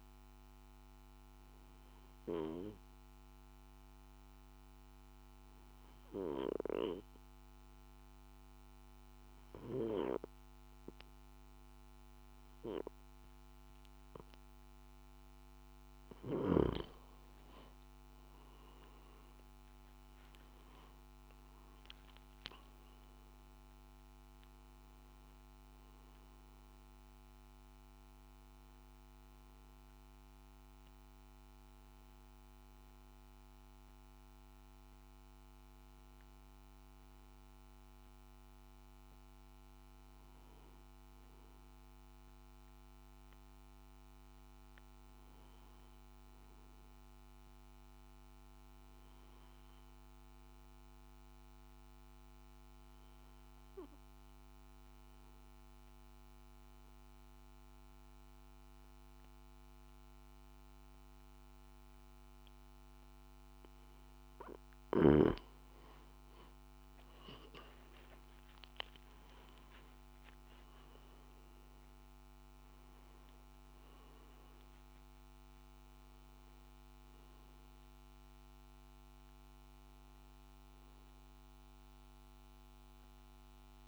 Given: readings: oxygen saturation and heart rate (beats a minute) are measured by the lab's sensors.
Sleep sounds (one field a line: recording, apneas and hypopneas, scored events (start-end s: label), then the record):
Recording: breathing in sleep by a microphone on the trachea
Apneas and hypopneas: 2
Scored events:
0.00-5.50 s: oxygen desaturation (device-marked, oxygen 93% lowest, heart rate 57 extreme)
0.50-17.00 s: obstructive apnea (oxygen 97% before, 90% lowest, heart rate 58 before, 57 extreme, up 12 after)
19.50-22.50 s: arousal
20.50-45.50 s: oxygen desaturation (device-marked, oxygen 96% before, 90% lowest, heart rate 58 before, 56 extreme)
48.50-65.50 s: obstructive apnea (oxygen 98% before, 89% lowest, heart rate 60 before, 57 extreme, up 12 after)
62.50-83.88 s: oxygen desaturation (device-marked, oxygen 98% before, 89% lowest, heart rate 58 before, 56 extreme)
67.50-71.50 s: arousal
From the record:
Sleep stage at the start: N2 (light sleep)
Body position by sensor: on the back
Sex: male